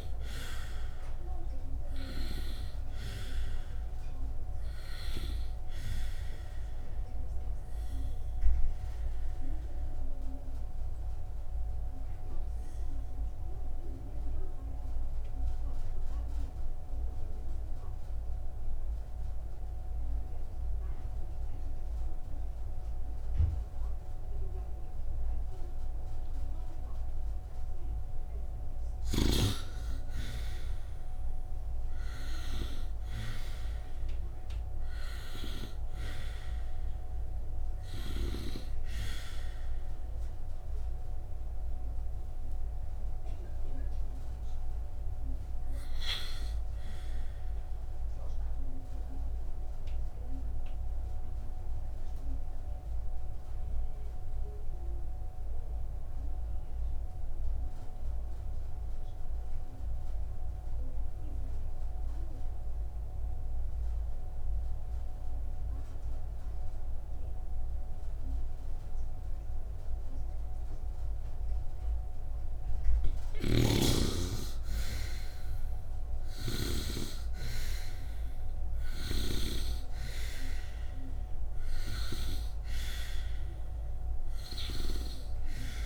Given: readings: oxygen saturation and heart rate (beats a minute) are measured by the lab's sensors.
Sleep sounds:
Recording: breathing in sleep by a room microphone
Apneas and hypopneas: 2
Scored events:
0.00-22.00 s: oxygen desaturation (device-marked, oxygen 77% lowest, heart rate 60 extreme)
8.00-28.50 s: obstructive apnea (oxygen 97% before, 77% lowest, heart rate 62 before, 64 extreme, up 0 after)
30.00-34.50 s: arousal
31.00-61.00 s: oxygen desaturation (device-marked, oxygen 98% before, 85% lowest, heart rate 69 before, 58 extreme)
48.00-72.50 s: obstructive apnea (oxygen 98% before, 79% lowest, heart rate 66 before, 58 extreme, up 2 after)
67.00-85.86 s: oxygen desaturation (device-marked, oxygen 98% before, 79% lowest, heart rate 68 before, 57 extreme)
73.50-77.00 s: snoring (device-marked)
74.50-79.00 s: arousal
From the record:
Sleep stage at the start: N2 (light sleep)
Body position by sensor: upright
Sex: male

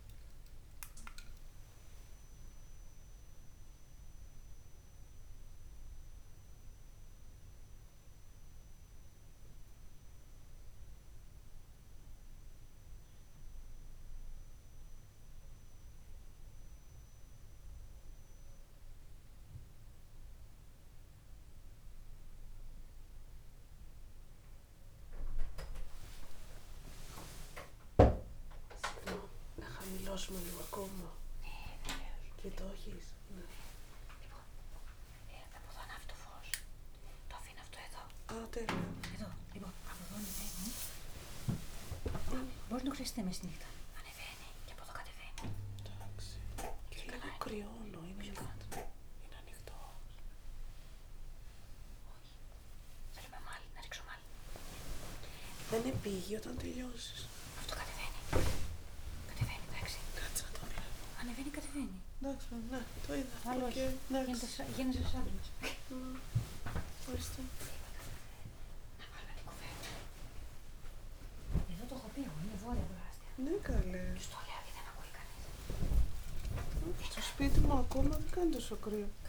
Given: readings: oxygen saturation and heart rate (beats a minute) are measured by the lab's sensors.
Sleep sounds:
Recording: a person awake in a sleep study, by a room microphone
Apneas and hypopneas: none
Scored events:
0.00-2.00 s: long interval between heartbeats (device-marked, heart rate 69 before, 148 extreme)
5.00-7.00 s: long interval between heartbeats (device-marked, heart rate 95 before, 127 extreme)
7.50-19.50 s: bradycardia (device-marked, heart rate 72 before, 57 extreme)
23.50-25.50 s: long interval between heartbeats (device-marked, heart rate 77 before, 68 extreme)
27.50-29.50 s: long interval between heartbeats (device-marked, heart rate 63 before, 90 extreme)
30.00-32.00 s: long interval between heartbeats (device-marked, heart rate 65 before, 102 extreme)
34.00-36.00 s: long interval between heartbeats (device-marked, heart rate 73 before, 100 extreme)
38.00-40.00 s: long interval between heartbeats (device-marked, heart rate 81 before, 96 extreme)
41.50-43.50 s: long interval between heartbeats (device-marked, heart rate 92 before, 140 extreme)
45.50-51.50 s: bradycardia (device-marked, heart rate 74 before, 53 extreme)
46.50-48.50 s: long interval between heartbeats (device-marked, heart rate 109 before, 112 extreme)
53.00-55.00 s: long interval between heartbeats (device-marked, heart rate 102 before, 52 extreme)
55.50-57.50 s: long interval between heartbeats (device-marked, heart rate 97 before, 98 extreme)
57.50-59.50 s: long interval between heartbeats (device-marked, heart rate 99 before, 136 extreme)
60.00-62.00 s: long interval between heartbeats (device-marked, heart rate 103 before, 166 extreme)
63.00-65.00 s: long interval between heartbeats (device-marked, heart rate 109 before, 160 extreme)
65.50-67.50 s: long interval between heartbeats (device-marked, heart rate 113 before, 161 extreme)
68.00-70.00 s: long interval between heartbeats (device-marked, heart rate 118 before, 172 extreme)
72.50-78.50 s: oxygen desaturation (device-marked, oxygen 98% before, 95% lowest, heart rate 140 before, 67 extreme)
75.00-77.00 s: long interval between heartbeats (device-marked, heart rate 144 before, 86 extreme)
77.00-79.00 s: long interval between heartbeats (device-marked, heart rate 143 before, 90 extreme)
From the record:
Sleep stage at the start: awake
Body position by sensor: on the back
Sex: female

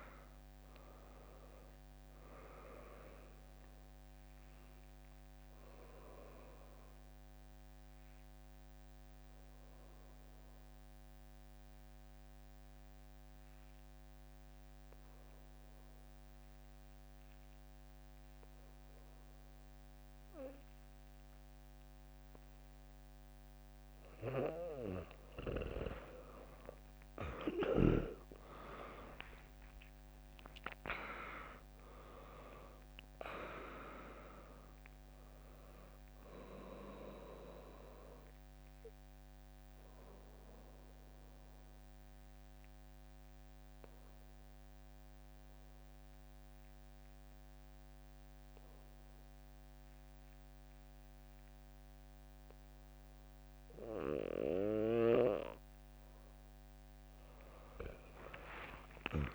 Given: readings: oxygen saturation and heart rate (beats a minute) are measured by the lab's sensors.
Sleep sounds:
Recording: breathing in sleep by a microphone on the trachea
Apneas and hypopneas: 2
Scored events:
0.00-17.50 s: oxygen desaturation (device-marked, oxygen 96% lowest, heart rate 64 extreme)
0.50-15.50 s: drop in pulse transit time (device-marked, heart rate 69 before, 63 extreme)
6.50-23.00 s: obstructive apnea (oxygen 100% before, 95% lowest, heart rate 65 before, 60 extreme, up 5 after)
26.00-31.00 s: arousal
27.50-29.50 s: long interval between heartbeats (device-marked, heart rate 75 before, 68 extreme)
28.50-51.50 s: oxygen desaturation (device-marked, oxygen 100% before, 95% lowest, heart rate 75 before, 60 extreme)
29.50-40.50 s: drop in pulse transit time (device-marked, heart rate 74 before, 71 extreme)
37.50-54.50 s: obstructive apnea (oxygen 100% before, 95% lowest, heart rate 74 before, 60 extreme, up 5 after)
From the record:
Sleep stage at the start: N2 (light sleep)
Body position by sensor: on the back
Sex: female

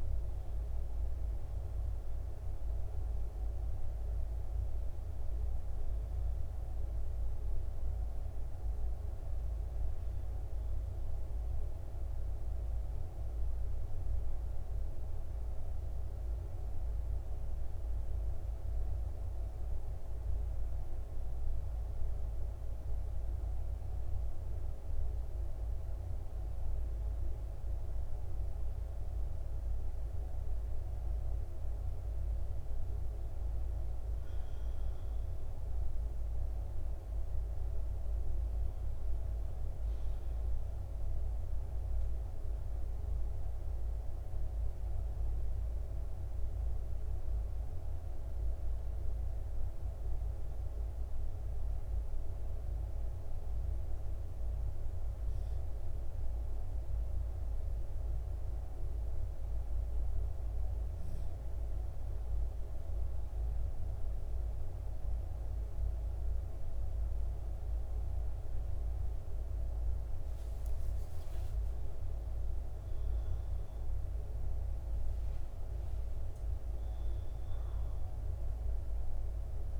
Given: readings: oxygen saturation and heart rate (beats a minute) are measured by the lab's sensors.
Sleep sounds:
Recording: breathing in sleep, hard to hear, by a room microphone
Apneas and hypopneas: none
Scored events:
74.50-78.00 s: arousal
From the record:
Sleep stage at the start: N2 (light sleep)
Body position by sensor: on the back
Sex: male

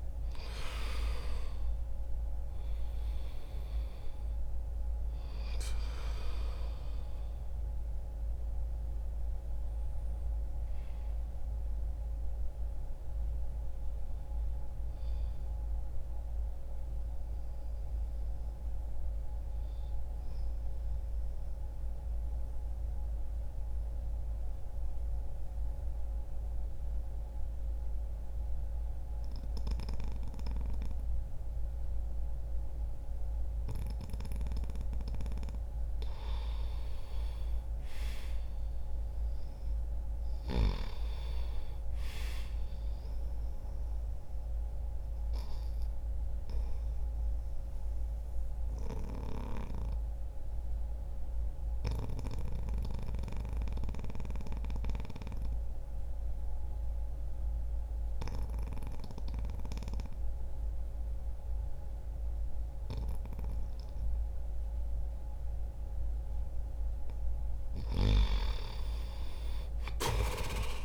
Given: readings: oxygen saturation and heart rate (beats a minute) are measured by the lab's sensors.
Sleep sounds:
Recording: breathing in sleep by a room microphone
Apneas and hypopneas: 2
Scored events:
0.00-1.50 s: arousal
0.00-14.50 s: oxygen desaturation (device-marked, oxygen 89% lowest, heart rate 60 extreme)
20.00-33.50 s: mixed apnea (oxygen 95% before, 87% lowest, heart rate 63 before, 60 extreme, up 4 after)
23.50-34.50 s: oxygen desaturation (device-marked, oxygen 90% before, 87% lowest, heart rate 62 before, 60 extreme)
36.00-39.50 s: arousal
43.50-66.00 s: obstructive apnea (oxygen 98% before, 89% lowest, heart rate 62 before, 60 extreme, up 2 after)
51.50-65.50 s: oxygen desaturation (device-marked, oxygen 97% before, 91% lowest, heart rate 62 before, 60 extreme)
68.00-70.85 s: arousal
From the record:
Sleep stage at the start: N2 (light sleep)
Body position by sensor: on the back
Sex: male

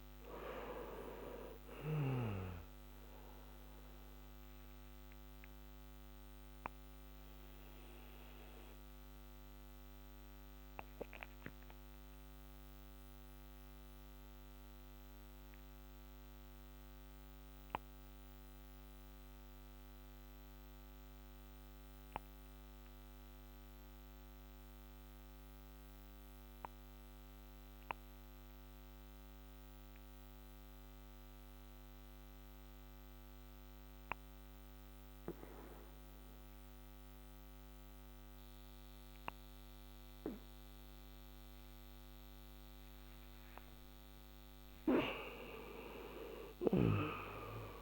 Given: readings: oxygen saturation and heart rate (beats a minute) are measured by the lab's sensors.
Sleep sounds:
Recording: breathing in sleep by a microphone on the trachea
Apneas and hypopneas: 1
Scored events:
5.50-24.50 s: oxygen desaturation (device-marked, oxygen 95% before, 88% lowest, heart rate 76 before, 58 extreme)
8.00-42.00 s: obstructive apnea (oxygen 98% before, 85% lowest, heart rate 77 before, 58 extreme, up 11 after)
44.50-47.82 s: arousal
45.50-47.82 s: oxygen desaturation (device-marked, oxygen 95% before, 85% lowest, heart rate 62 before, 57 extreme)
From the record:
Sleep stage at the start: N2 (light sleep)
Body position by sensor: on the back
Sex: male

